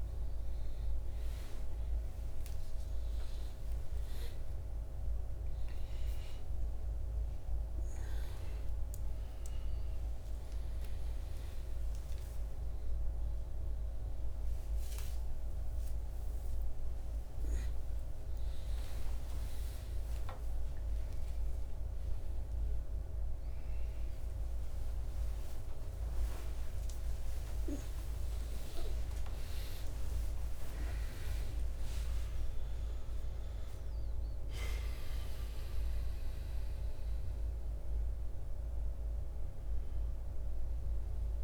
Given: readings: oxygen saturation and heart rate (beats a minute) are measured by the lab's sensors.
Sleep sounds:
a person awake in a sleep study, hard to hear, by a room microphone; none
none scored
From the record:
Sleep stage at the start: awake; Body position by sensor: on the back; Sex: male

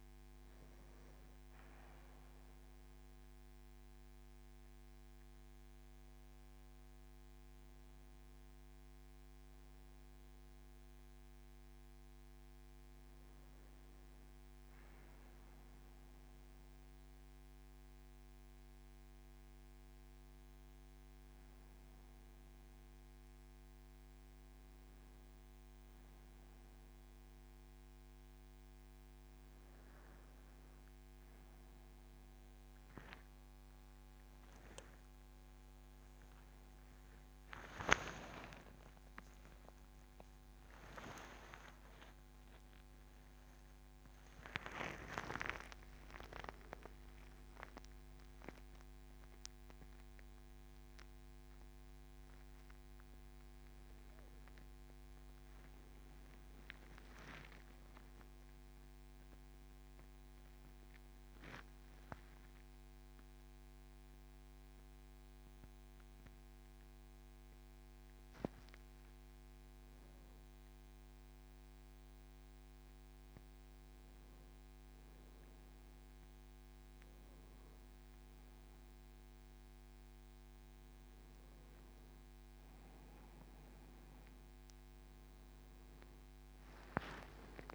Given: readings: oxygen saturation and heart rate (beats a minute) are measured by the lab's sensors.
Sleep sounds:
a person awake in a sleep study, by a microphone on the trachea; none
none scored
From the record:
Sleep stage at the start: awake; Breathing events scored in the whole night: 223 in 5.4 hours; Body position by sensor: on the back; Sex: male

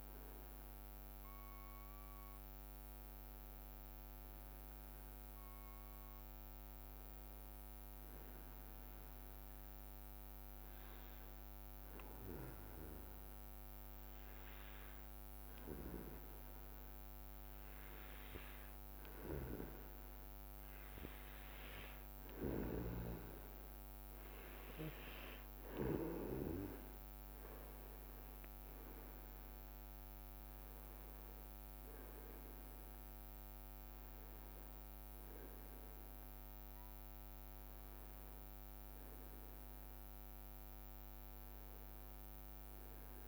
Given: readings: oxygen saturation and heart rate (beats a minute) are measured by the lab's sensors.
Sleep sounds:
breathing in sleep by a microphone on the trachea; 1
4.50-21.00 s: hypopnea (oxygen 98% before, 94% lowest, heart rate 69 before, 61 extreme, up 1 after)
22.00-39.00 s: oxygen desaturation (device-marked, oxygen 99% before, 94% lowest, heart rate 66 before, 61 extreme)
28.00-33.00 s: arousal
From the record:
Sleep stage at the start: N2 (light sleep); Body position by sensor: on the back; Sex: male

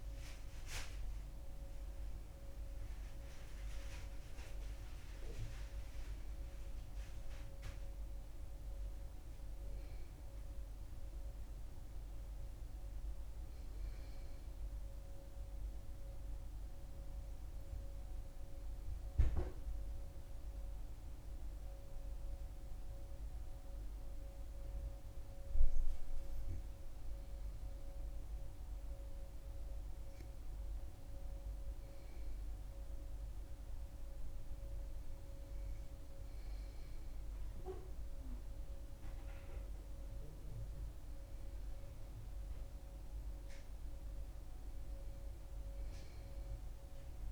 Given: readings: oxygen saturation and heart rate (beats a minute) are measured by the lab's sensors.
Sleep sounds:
breathing in sleep, hard to hear, by a room microphone; none
none scored
From the record:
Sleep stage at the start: N2 (light sleep); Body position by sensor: on the back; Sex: female

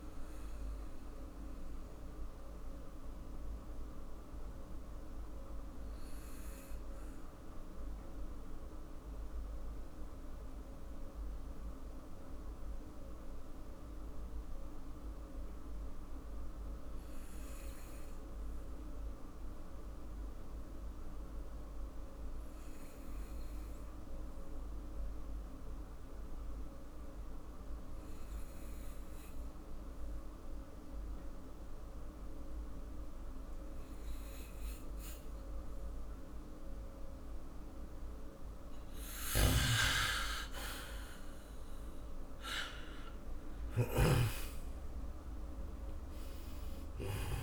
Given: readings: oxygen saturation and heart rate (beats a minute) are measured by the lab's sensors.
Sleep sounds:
breathing in sleep by a room microphone; 1
2.00-37.50 s: mixed apnea (oxygen 100% before, 94% lowest, heart rate 57 before, 47 extreme, up 10 after)
21.50-32.50 s: oxygen desaturation (device-marked, oxygen 98% before, 95% lowest, heart rate 51 before, 49 extreme)
39.00-44.00 s: snoring (device-marked)
41.50-45.50 s: arousal
From the record:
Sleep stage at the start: N2 (light sleep); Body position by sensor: on the back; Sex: male

